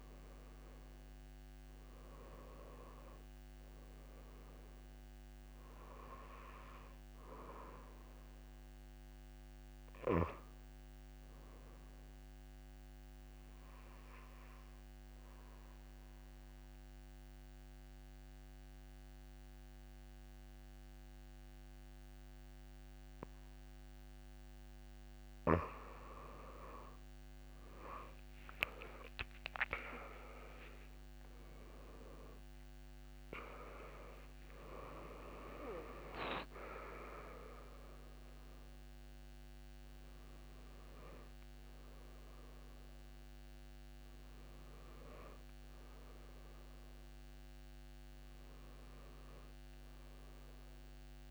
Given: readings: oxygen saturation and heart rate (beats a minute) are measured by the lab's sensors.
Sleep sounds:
a person awake in a sleep study, by a microphone on the trachea; 1
12.00-25.00 s: obstructive apnea (oxygen 97% before, 91% lowest)
24.50-51.31 s: new sleep stage, awake
30.50-51.31 s: oxygen desaturation (device-marked, oxygen 96% before, 91% lowest)
From the record:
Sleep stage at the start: N2 (light sleep); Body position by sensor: on the back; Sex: female

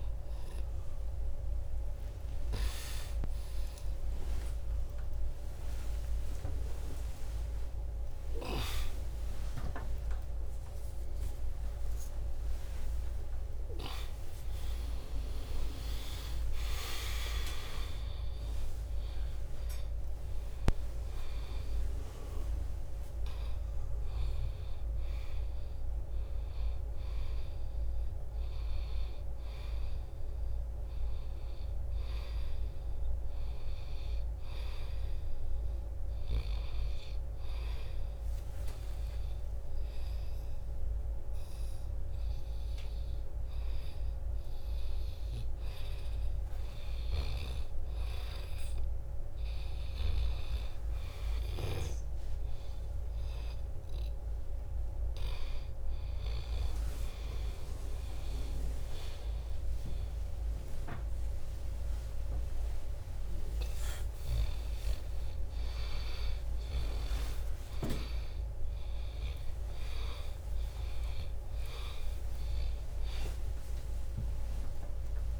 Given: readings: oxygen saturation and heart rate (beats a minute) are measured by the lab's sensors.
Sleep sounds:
a person awake in a sleep study, by a room microphone; none
0.00-16.50 s: oxygen desaturation (device-marked, oxygen 80% lowest, heart rate 79 extreme)
0.50-2.50 s: long interval between heartbeats (device-marked, heart rate 84 before, 103 extreme)
6.50-8.50 s: long interval between heartbeats (device-marked, heart rate 91 before, 107 extreme)
7.50-67.50 s: new sleep stage, awake
12.00-14.00 s: long interval between heartbeats (device-marked, heart rate 98 before, 118 extreme)
47.00-52.00 s: snoring (device-marked)
50.50-64.50 s: oxygen desaturation (device-marked, oxygen 98% before, 94% lowest, heart rate 91 before, 92 extreme)
62.00-64.00 s: long interval between heartbeats (device-marked, heart rate 90 before, 112 extreme)
67.50-75.40 s: new sleep stage, N1 (lightest sleep)
73.00-75.00 s: long interval between heartbeats (device-marked, heart rate 100 before, 108 extreme)
From the record:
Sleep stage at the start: N2 (light sleep); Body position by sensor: on the back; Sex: male

